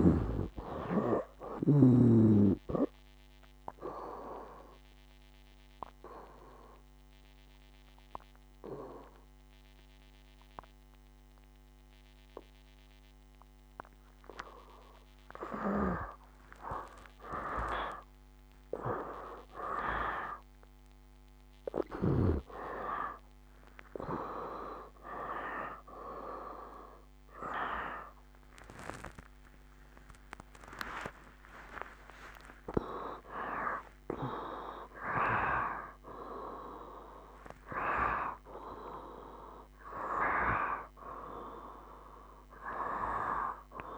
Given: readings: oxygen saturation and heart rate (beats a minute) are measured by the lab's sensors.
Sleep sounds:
breathing in sleep by a microphone on the trachea; 1
0.00-1.00 s: arousal
0.00-33.50 s: oxygen desaturation (device-marked, oxygen 66% lowest, heart rate 60 extreme)
5.00-17.00 s: obstructive apnea (oxygen 96% before, 66% lowest, heart rate 66 before, 60 extreme, up 11 after)
19.00-24.00 s: arousal
26.50-43.98 s: new sleep stage, N1 (lightest sleep)
28.50-36.50 s: tachycardia (device-marked, heart rate 65 before, 127 extreme)
33.00-35.00 s: long interval between heartbeats (device-marked, heart rate 71 before, 123 extreme)
37.00-42.50 s: arousal
From the record:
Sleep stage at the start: N2 (light sleep); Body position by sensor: on the back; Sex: male

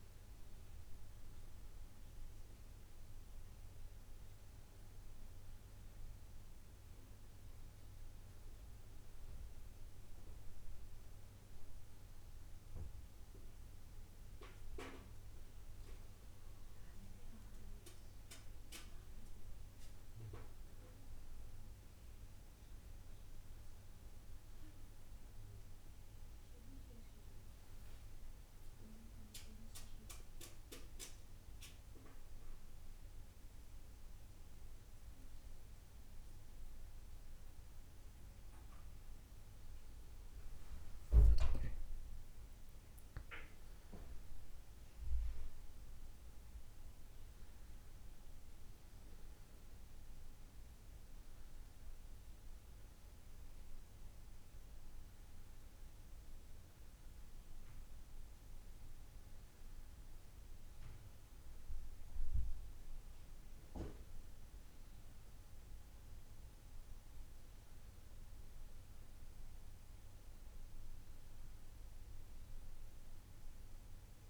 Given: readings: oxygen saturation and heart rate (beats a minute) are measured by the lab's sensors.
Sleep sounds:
breathing in sleep by a room microphone; none
32.00-37.00 s: arousal
From the record:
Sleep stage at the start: N1 (lightest sleep); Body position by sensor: on the back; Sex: male

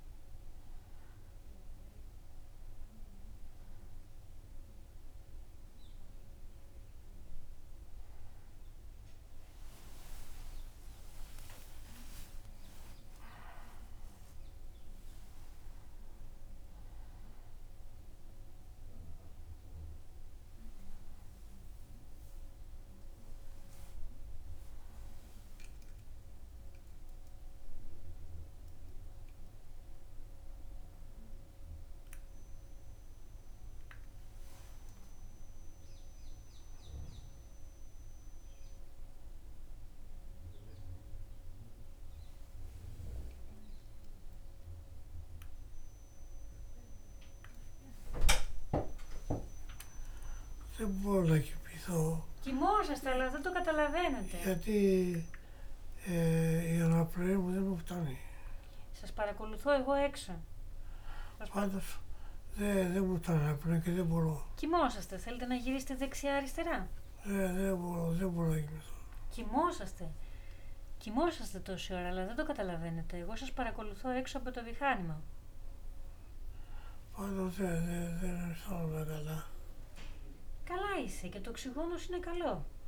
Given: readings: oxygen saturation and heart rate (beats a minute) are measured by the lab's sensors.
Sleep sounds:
a person partly awake in a sleep study, by a room microphone; none
30.50-54.50 s: oxygen desaturation (device-marked, oxygen 94% before, 88% lowest, heart rate 80 before, 77 extreme)
57.50-82.88 s: new sleep stage, awake
From the record:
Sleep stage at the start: N1 (lightest sleep); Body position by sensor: on the back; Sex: male

